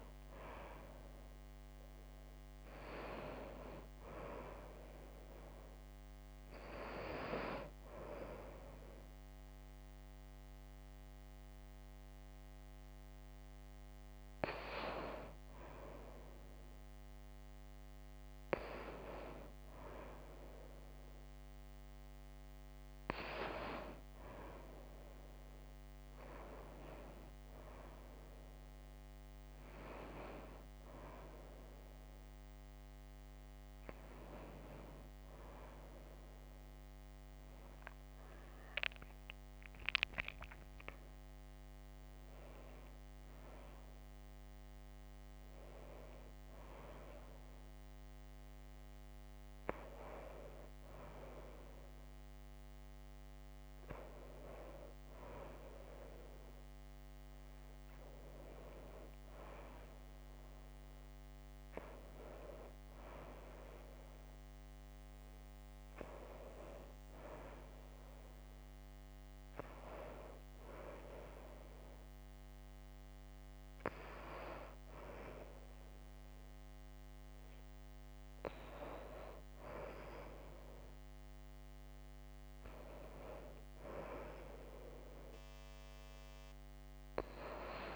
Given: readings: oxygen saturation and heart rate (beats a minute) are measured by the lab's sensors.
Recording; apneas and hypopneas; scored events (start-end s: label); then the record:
breathing in sleep by a microphone on the trachea; none
none scored
From the record:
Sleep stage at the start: N2 (light sleep); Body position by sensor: on the right side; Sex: female